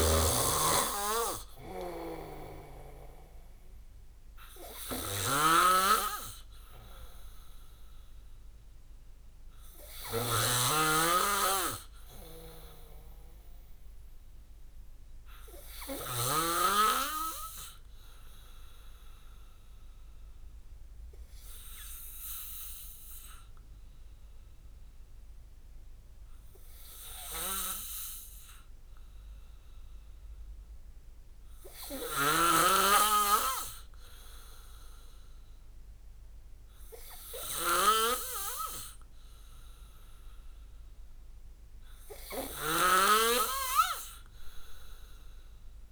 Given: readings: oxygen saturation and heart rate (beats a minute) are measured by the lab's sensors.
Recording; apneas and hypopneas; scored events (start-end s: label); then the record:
breathing in sleep by a room microphone; 1
2.00-16.50 s: snoring (device-marked)
12.50-16.00 s: arousal
18.00-31.00 s: hypopnea (oxygen 94% before, 93% lowest)
27.50-45.91 s: snoring (device-marked)
35.00-39.00 s: arousal
From the record:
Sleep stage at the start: N2 (light sleep); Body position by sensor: on the back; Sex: male